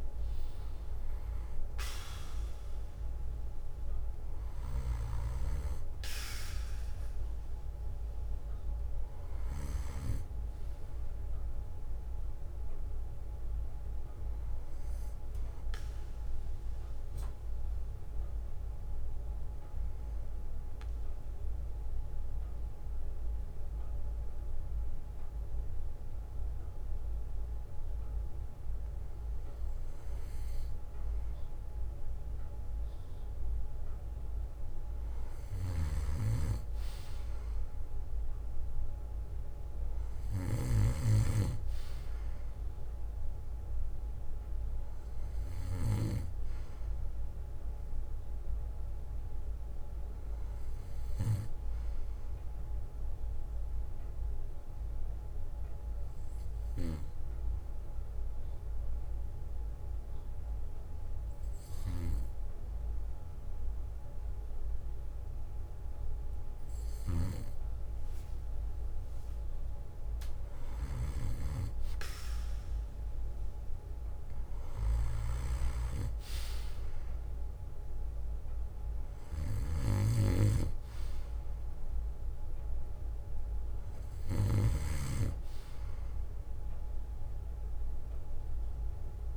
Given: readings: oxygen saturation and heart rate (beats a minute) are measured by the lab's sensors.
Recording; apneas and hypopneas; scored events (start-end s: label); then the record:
breathing in sleep by a room microphone; 2
0.00-2.50 s: arousal
6.50-10.50 s: oxygen desaturation (device-marked, oxygen 96% before, 93% lowest, heart rate 61 before, 49 extreme)
17.00-29.50 s: obstructive apnea (oxygen 96% before, 93% lowest, heart rate 65 before, 49 extreme, up 4 after)
21.50-23.50 s: bradycardia (device-marked, heart rate 61 before, 62 extreme)
28.50-35.50 s: bradycardia (device-marked, heart rate 61 before, 49 extreme)
34.00-37.50 s: arousal
51.50-53.50 s: bradycardia (device-marked, heart rate 61 before, 60 extreme)
53.50-66.00 s: obstructive apnea (oxygen 96% before, 93% lowest, heart rate 61 before, 57 extreme, up 8 after)
60.50-64.50 s: bradycardia (device-marked, heart rate 61 before, 59 extreme)
67.50-69.50 s: bradycardia (device-marked, heart rate 61 before, 64 extreme)
71.50-73.50 s: bradycardia (device-marked, heart rate 61 before, 58 extreme)
75.50-77.50 s: bradycardia (device-marked, heart rate 61 before, 59 extreme)
83.50-89.37 s: bradycardia (device-marked, heart rate 61 before, 59 extreme)
From the record:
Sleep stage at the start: N2 (light sleep); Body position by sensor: on the back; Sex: male